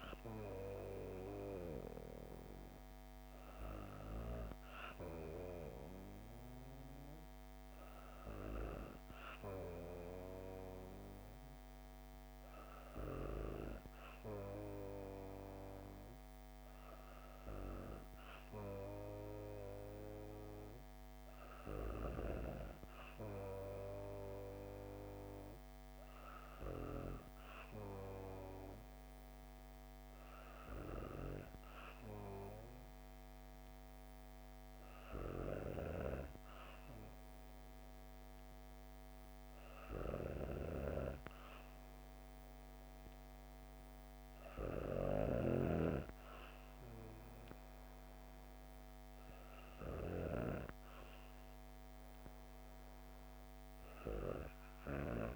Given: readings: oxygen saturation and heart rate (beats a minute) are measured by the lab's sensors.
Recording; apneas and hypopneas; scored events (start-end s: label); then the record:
breathing in sleep by a microphone on the trachea; none
none scored
From the record:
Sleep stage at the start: N2 (light sleep); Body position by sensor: on the back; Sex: female